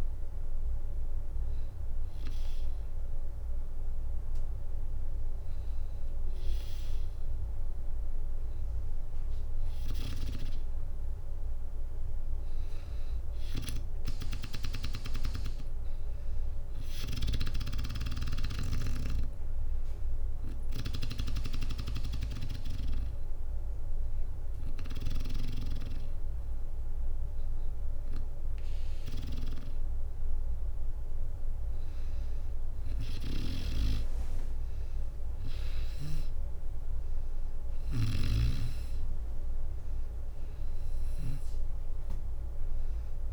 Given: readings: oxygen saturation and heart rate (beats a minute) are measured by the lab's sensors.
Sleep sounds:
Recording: breathing in sleep by a room microphone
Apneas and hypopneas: 1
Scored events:
13.50-25.00 s: snoring (device-marked)
15.00-19.00 s: arousal
15.50-23.50 s: drop in pulse transit time (device-marked, heart rate 63 before, 63 extreme)
21.50-31.50 s: hypopnea (oxygen 97% before, 94% lowest, heart rate 64 before, 60 extreme, up 9 after)
32.50-43.00 s: snoring (device-marked)
34.00-38.50 s: arousal
34.50-43.32 s: drop in pulse transit time (device-marked, heart rate 63 before, 65 extreme)
From the record:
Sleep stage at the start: N2 (light sleep)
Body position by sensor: on the back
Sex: female

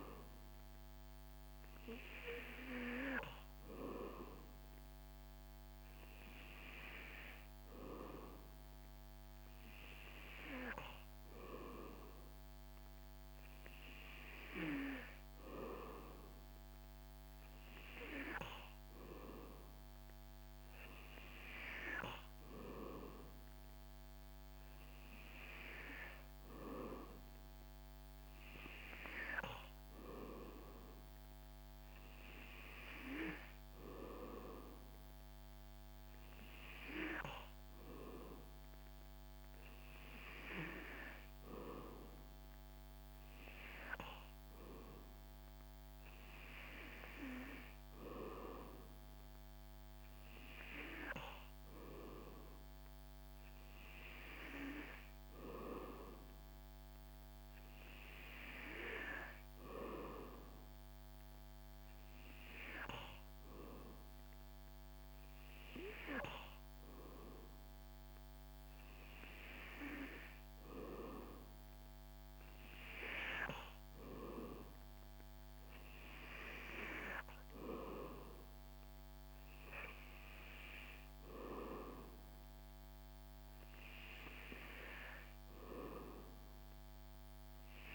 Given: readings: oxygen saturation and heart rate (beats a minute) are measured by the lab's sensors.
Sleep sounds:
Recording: breathing in sleep by a microphone on the trachea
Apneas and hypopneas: none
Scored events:
52.00-87.95 s: new sleep stage, N2 (light sleep)
From the record:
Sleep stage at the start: N3 (deep sleep)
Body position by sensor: on the back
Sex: male

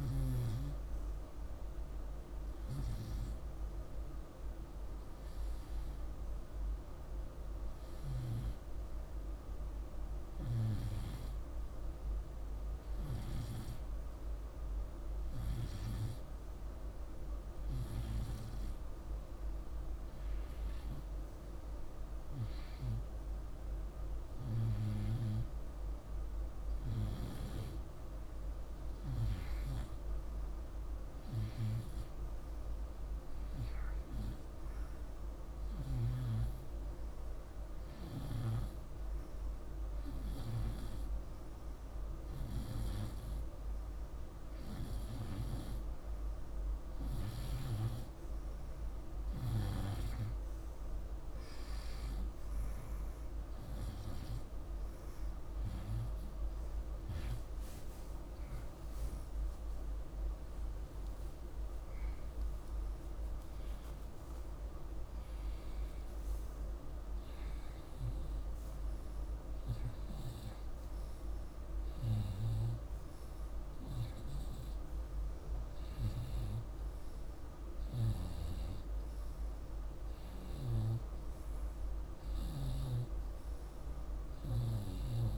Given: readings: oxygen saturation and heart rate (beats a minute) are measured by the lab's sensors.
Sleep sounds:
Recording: breathing in sleep by a room microphone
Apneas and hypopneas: 1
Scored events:
34.50-45.50 s: hypopnea (oxygen 99% before, 96% lowest, heart rate 52 before, 53 extreme, up 1 after)
57.00-61.00 s: arousal
76.50-81.50 s: oxygen desaturation (device-marked, oxygen 99% before, 96% lowest, heart rate 57 before, 54 extreme)
From the record:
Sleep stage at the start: REM sleep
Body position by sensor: on the right side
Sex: male

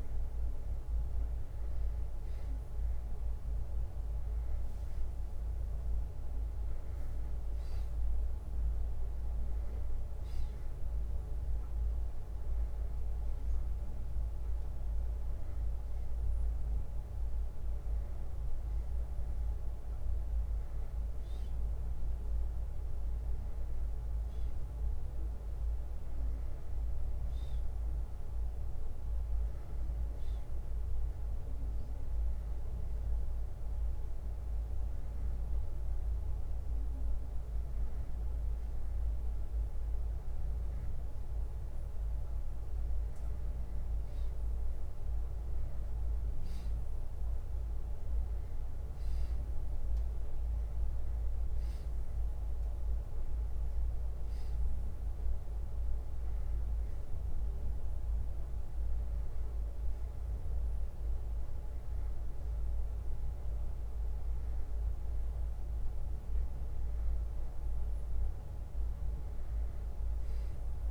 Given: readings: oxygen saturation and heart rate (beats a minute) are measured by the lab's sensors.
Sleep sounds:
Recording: breathing in sleep, hard to hear, by a room microphone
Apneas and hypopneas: none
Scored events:
0.00-1.00 s: bradycardia (device-marked, heart rate 55 extreme)
43.00-50.00 s: bradycardia (device-marked, heart rate 62 before, 56 extreme)
54.00-61.00 s: bradycardia (device-marked, heart rate 62 before, 57 extreme)
From the record:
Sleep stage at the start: N2 (light sleep)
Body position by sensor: on the back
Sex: male

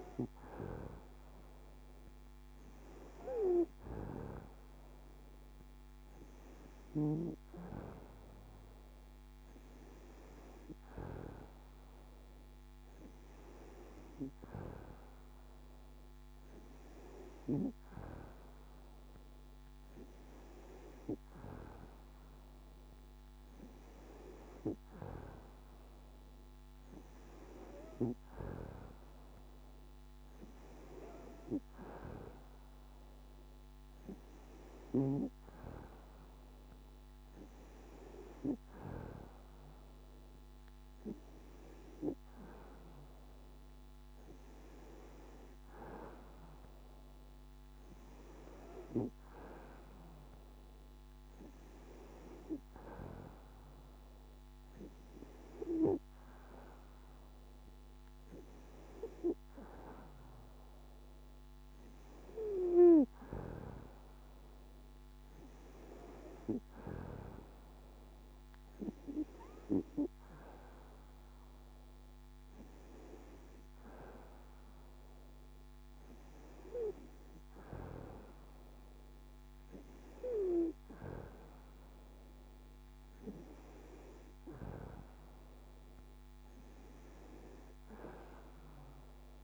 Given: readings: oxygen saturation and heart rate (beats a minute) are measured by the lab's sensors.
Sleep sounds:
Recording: breathing in sleep by a microphone on the trachea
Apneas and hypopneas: none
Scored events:
none scored
From the record:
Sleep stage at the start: N2 (light sleep)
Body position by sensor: on the back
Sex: female

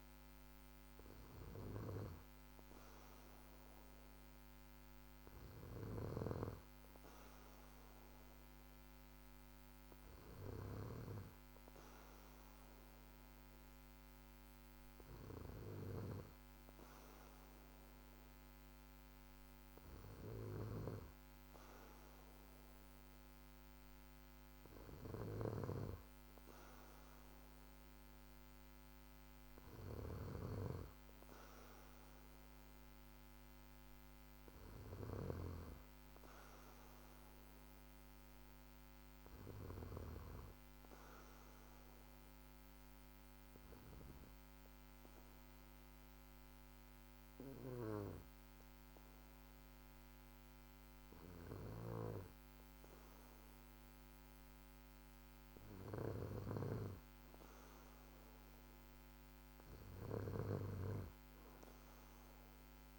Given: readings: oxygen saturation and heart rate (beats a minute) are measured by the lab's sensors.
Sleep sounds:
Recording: breathing in sleep by a microphone on the trachea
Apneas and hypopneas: 1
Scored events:
24.50-35.00 s: snoring (device-marked)
34.00-38.00 s: arousal
41.00-53.50 s: hypopnea (oxygen 95% before, 94% lowest, heart rate 54 before, 51 extreme, up 5 after)
51.00-62.99 s: snoring (device-marked)
59.00-62.00 s: arousal
From the record:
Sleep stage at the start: N2 (light sleep)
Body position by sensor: on the back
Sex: male

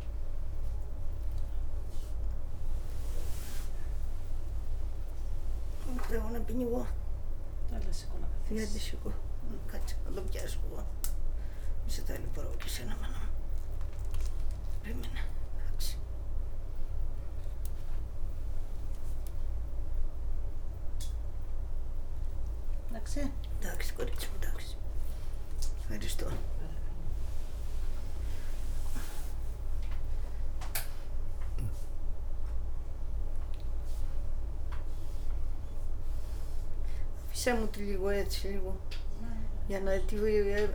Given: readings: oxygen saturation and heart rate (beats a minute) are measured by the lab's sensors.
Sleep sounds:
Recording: a person awake in a sleep study, by a room microphone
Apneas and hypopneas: none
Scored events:
0.00-16.50 s: oxygen desaturation (device-marked, oxygen 91% lowest)
From the record:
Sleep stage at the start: awake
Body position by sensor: on the right side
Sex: female

